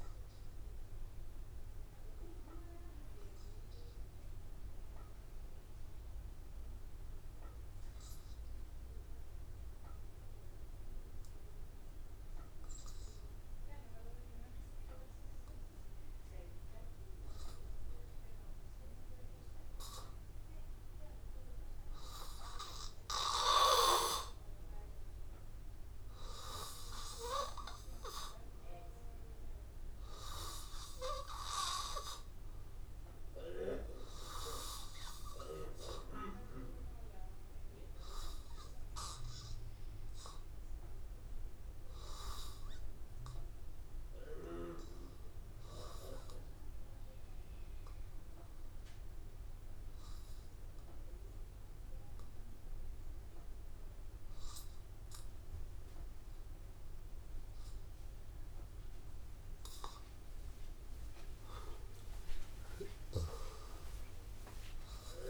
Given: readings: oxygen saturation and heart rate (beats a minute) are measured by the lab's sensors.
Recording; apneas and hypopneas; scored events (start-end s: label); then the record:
breathing in sleep by a room microphone; 1
11.00-39.50 s: obstructive apnea (oxygen 97% before, 91% lowest, heart rate 81 before, 72 extreme, up 4 after)
12.00-45.00 s: oxygen desaturation (device-marked, oxygen 96% before, 91% lowest, heart rate 81 before, 71 extreme)
42.00-45.00 s: arousal
From the record:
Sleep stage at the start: N2 (light sleep); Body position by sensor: on the back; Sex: male